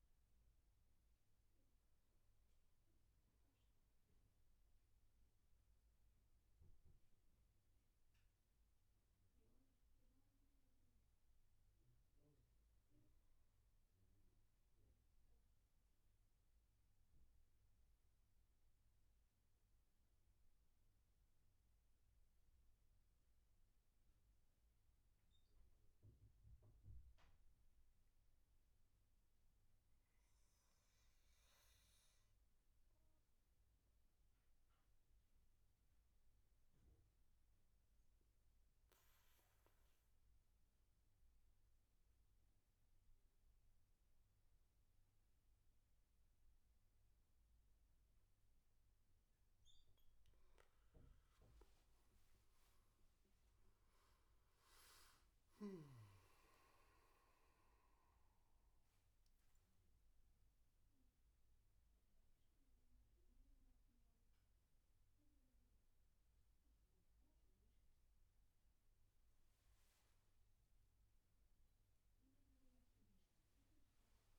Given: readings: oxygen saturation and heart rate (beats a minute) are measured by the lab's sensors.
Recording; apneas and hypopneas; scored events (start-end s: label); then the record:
breathing in sleep, hard to hear, by a room microphone; 1
0.00-5.50 s: oxygen desaturation (device-marked, oxygen 90% lowest, heart rate 62 extreme)
14.00-48.00 s: mixed apnea (oxygen 94% before, 91% lowest, heart rate 68 before, 62 extreme, up 19 after)
35.50-74.39 s: oxygen desaturation (device-marked, oxygen 99% before, 91% lowest, heart rate 69 before, 64 extreme)
51.00-55.50 s: arousal
From the record:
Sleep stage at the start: N2 (light sleep); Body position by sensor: on the back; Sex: male